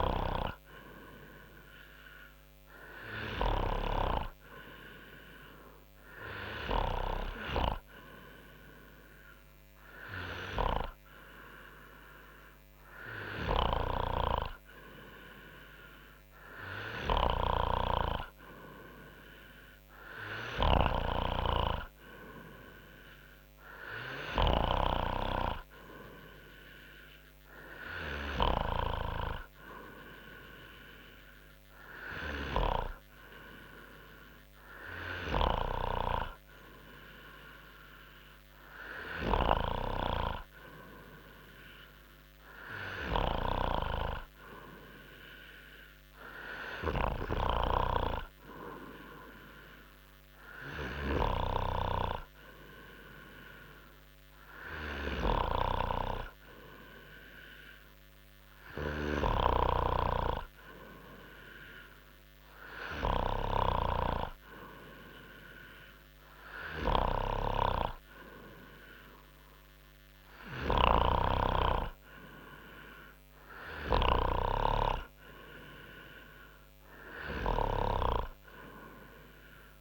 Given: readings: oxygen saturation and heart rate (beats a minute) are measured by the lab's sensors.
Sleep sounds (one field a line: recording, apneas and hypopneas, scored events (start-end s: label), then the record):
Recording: breathing in sleep by a microphone on the trachea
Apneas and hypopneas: none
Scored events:
none scored
From the record:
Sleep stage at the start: N2 (light sleep)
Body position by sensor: on the front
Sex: male